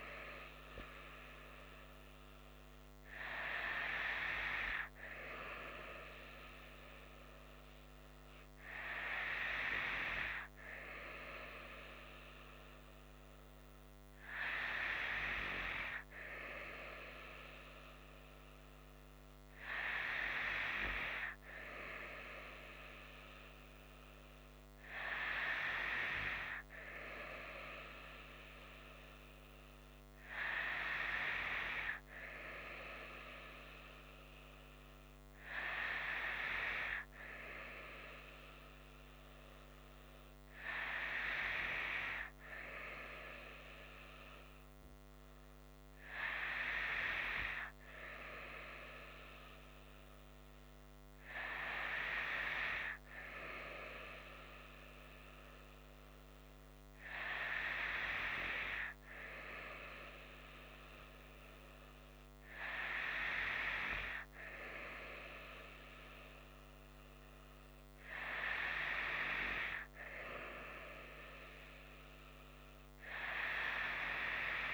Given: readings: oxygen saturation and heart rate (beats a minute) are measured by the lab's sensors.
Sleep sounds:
breathing in sleep by a microphone on the trachea; none
none scored
From the record:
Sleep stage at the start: N2 (light sleep); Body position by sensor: on the right side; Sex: female

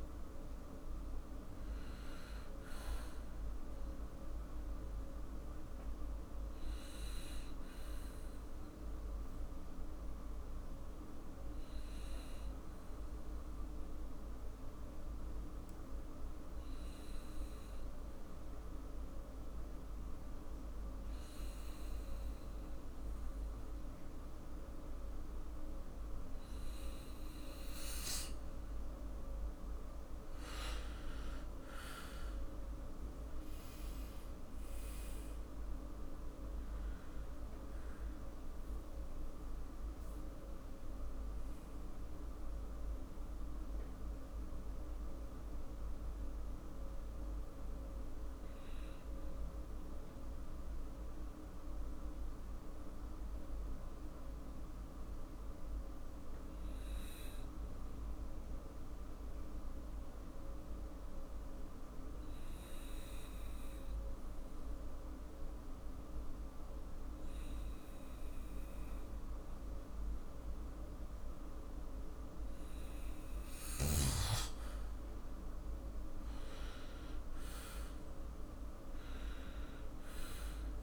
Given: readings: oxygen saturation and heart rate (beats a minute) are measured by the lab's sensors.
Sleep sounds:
breathing in sleep, hard to hear, by a room microphone; 2
4.00-29.00 s: obstructive apnea (oxygen 97% before, 94% lowest, heart rate 61 before, 53 extreme, up 5 after)
30.50-36.50 s: arousal
43.00-71.50 s: obstructive apnea (oxygen 98% before, 94% lowest, heart rate 57 before, 53 extreme, up 7 after)
52.00-62.00 s: oxygen desaturation (device-marked, oxygen 97% before, 94% lowest, heart rate 57 before, 54 extreme)
74.50-79.50 s: arousal
From the record:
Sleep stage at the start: N2 (light sleep); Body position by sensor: on the back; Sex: male

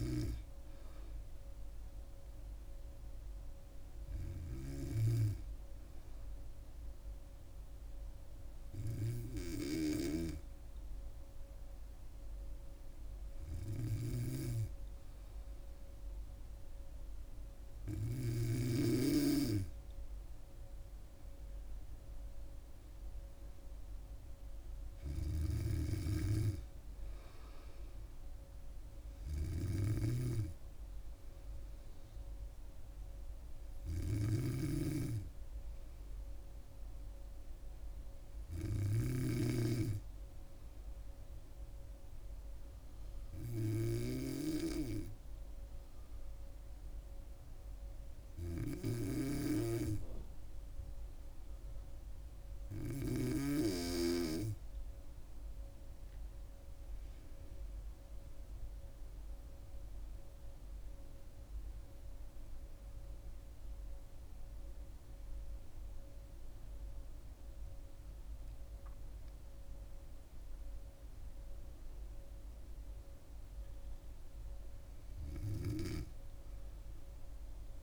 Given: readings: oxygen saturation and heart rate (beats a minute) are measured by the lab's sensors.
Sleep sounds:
breathing in sleep by a room microphone; 2
5.00-17.50 s: hypopnea (oxygen 100% before, 93% lowest, heart rate 66 before, 64 extreme, up 3 after)
20.50-24.00 s: arousal
29.50-39.00 s: snoring (device-marked)
40.50-54.50 s: hypopnea (oxygen 97% before, 93% lowest, heart rate 66 before, 64 extreme, up 6 after)
56.00-59.00 s: arousal
61.50-77.83 s: oxygen desaturation (device-marked, oxygen 97% before, 93% lowest, heart rate 67 before, 66 extreme)
From the record:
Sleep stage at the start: N2 (light sleep); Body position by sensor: on the back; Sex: female

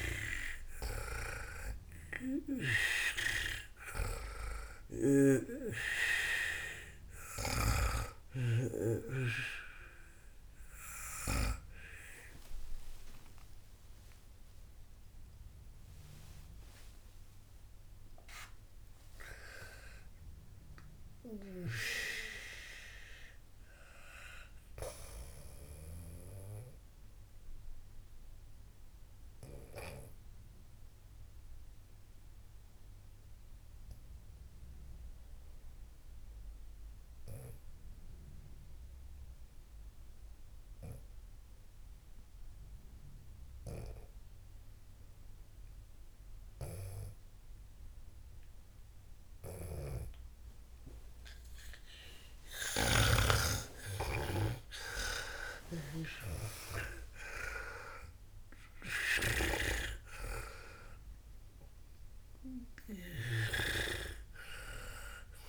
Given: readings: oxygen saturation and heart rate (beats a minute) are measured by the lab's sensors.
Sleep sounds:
breathing in sleep by a room microphone; 1
0.00-20.00 s: oxygen desaturation (device-marked, oxygen 92% lowest, heart rate 58 extreme)
1.50-12.00 s: snoring (device-marked)
20.50-24.50 s: arousal
27.00-53.00 s: obstructive apnea (oxygen 98% before, 91% lowest, heart rate 105 before, 55 extreme, up 55 after)
50.00-64.00 s: snoring (device-marked)
52.00-65.49 s: oxygen desaturation (device-marked, oxygen 98% before, 91% lowest, heart rate 60 before, 55 extreme)
54.50-59.50 s: arousal
From the record:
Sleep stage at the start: N2 (light sleep); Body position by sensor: on the back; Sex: female

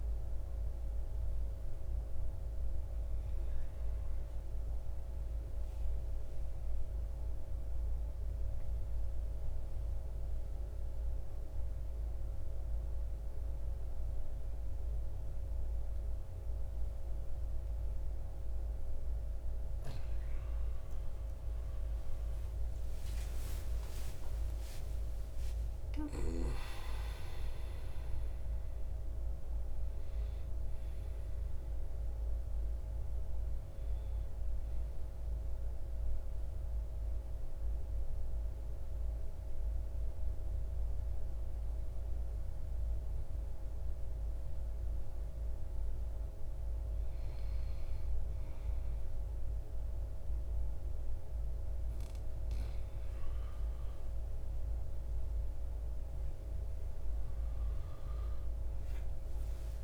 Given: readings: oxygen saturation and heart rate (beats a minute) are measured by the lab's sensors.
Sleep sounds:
breathing in sleep, hard to hear, by a room microphone; 2
0.00-8.50 s: oxygen desaturation (device-marked, oxygen 92% lowest, heart rate 55 extreme)
2.50-59.84 s: new sleep stage, N2 (light sleep)
4.50-19.00 s: central apnea (oxygen 97% before, 90% lowest, heart rate 58 before, 51 extreme, up 29 after)
30.50-50.50 s: oxygen desaturation (device-marked, oxygen 95% before, 90% lowest, heart rate 65 before, 50 extreme)
35.50-46.00 s: central apnea (oxygen 97% before, 90% lowest, heart rate 68 before, 50 extreme, up 4 after)
57.50-59.84 s: arousal
From the record:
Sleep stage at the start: N1 (lightest sleep); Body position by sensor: on the back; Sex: male

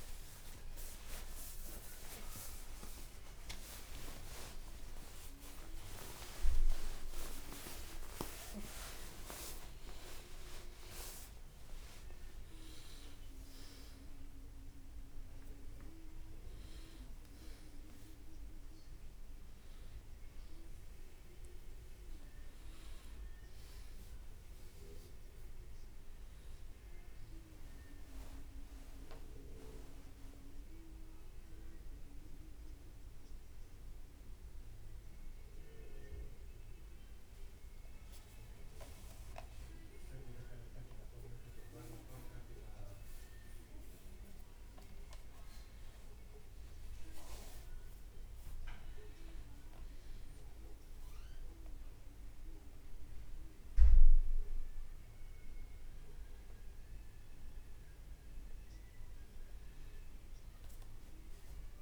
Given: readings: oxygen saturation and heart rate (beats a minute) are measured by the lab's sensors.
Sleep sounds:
a person awake in a sleep study, by a room microphone; none
0.00-2.50 s: leg movement (device-marked)
8.50-13.00 s: leg movement (device-marked)
22.00-26.00 s: leg movement (device-marked)
27.50-32.00 s: leg movement (device-marked)
From the record:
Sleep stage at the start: awake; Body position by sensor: on the right side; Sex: male

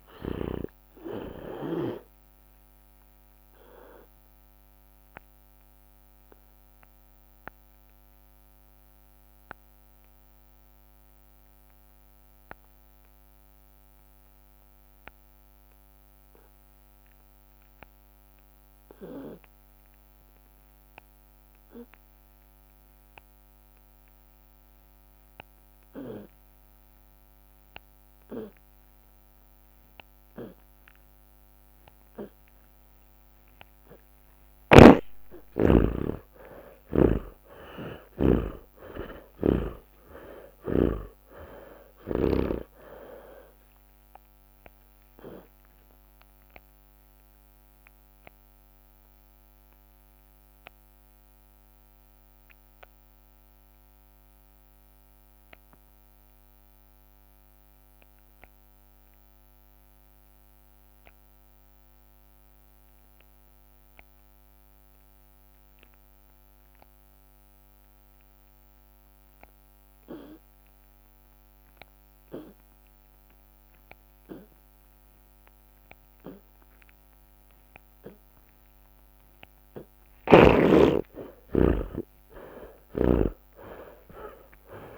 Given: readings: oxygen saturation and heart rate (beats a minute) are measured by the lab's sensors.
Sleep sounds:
breathing in sleep by a microphone on the trachea; 2
0.00-1.50 s: long interval between heartbeats (device-marked)
0.00-2.00 s: snoring (device-marked)
2.50-33.50 s: obstructive apnea (oxygen 98% before, 66% lowest)
13.50-25.50 s: tachycardia (device-marked, heart rate 72 before, 148 extreme)
17.50-28.50 s: oxygen desaturation (device-marked, oxygen 98% before, 66% lowest)
34.50-38.50 s: snoring (device-marked)
36.00-41.00 s: arousal
46.50-77.00 s: obstructive apnea (oxygen 98% before, 80% lowest)
81.00-84.98 s: arousal
82.00-84.00 s: long interval between heartbeats (device-marked)
From the record:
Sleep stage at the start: N2 (light sleep); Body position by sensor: on the back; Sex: male

